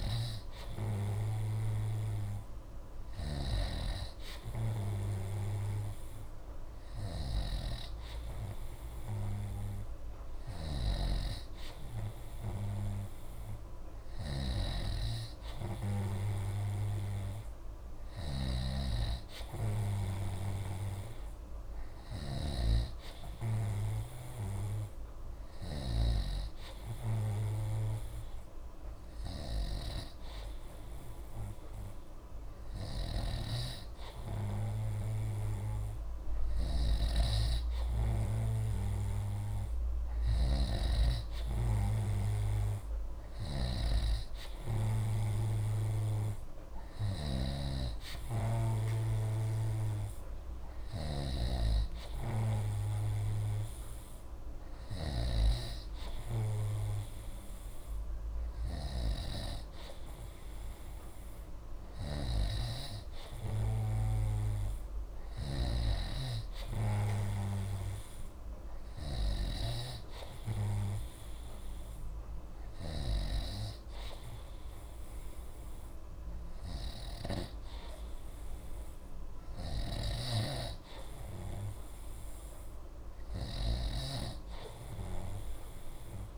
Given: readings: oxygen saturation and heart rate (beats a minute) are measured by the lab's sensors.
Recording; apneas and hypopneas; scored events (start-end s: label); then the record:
breathing in sleep by a room microphone; none
0.00-26.00 s: snoring (device-marked)
33.00-73.50 s: snoring (device-marked)
79.50-86.38 s: snoring (device-marked)
From the record:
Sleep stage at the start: N3 (deep sleep); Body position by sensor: on the right side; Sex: male